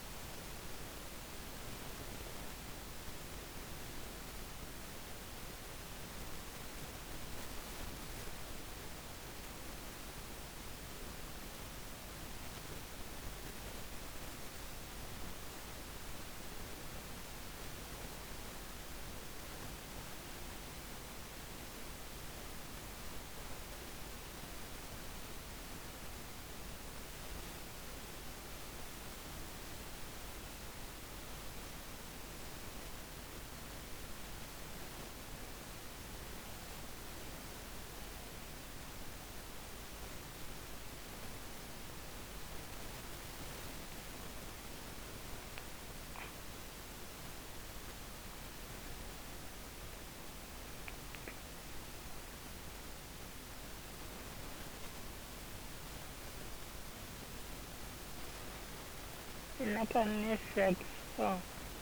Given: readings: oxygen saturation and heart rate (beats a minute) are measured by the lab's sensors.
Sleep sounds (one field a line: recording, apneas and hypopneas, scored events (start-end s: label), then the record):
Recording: breathing in sleep, hard to hear, by a microphone on the trachea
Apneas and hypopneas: none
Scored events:
42.50-48.50 s: arousal
From the record:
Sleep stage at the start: N1 (lightest sleep)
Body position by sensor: on the back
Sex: female